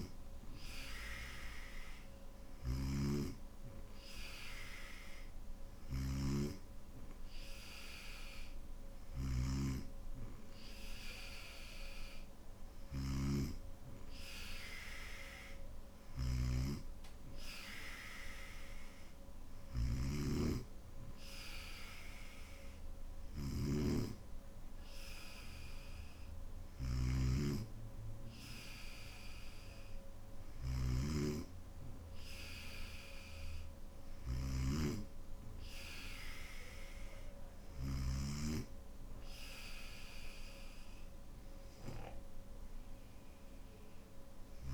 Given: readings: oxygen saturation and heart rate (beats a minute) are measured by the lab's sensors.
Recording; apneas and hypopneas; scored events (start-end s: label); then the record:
breathing in sleep by a room microphone; none
0.00-6.00 s: snoring (device-marked)
12.50-38.00 s: snoring (device-marked)
From the record:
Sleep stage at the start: N3 (deep sleep); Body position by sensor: on the back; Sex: male